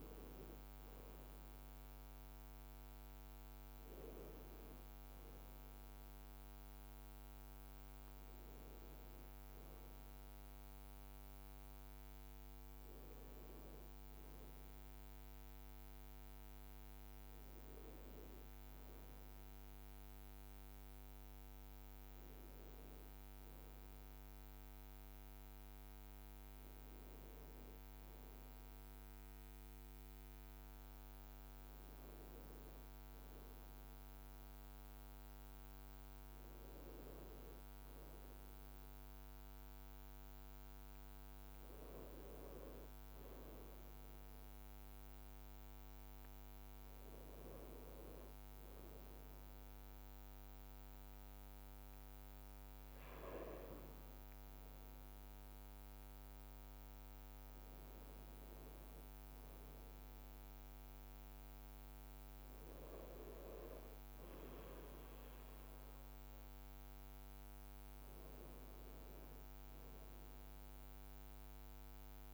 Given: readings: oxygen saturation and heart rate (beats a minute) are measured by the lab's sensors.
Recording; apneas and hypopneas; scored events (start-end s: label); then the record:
breathing in sleep by a microphone on the trachea; 1
21.50-27.00 s: arousal
39.50-53.50 s: hypopnea (oxygen 99% before, 94% lowest, heart rate 55 before, 54 extreme, up 1 after)
51.50-72.34 s: new sleep stage, N2 (light sleep)
53.00-59.50 s: leg movement (device-marked)
55.00-59.00 s: arousal
64.00-72.34 s: leg movement (device-marked)
From the record:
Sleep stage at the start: N1 (lightest sleep); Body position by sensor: on the right side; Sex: male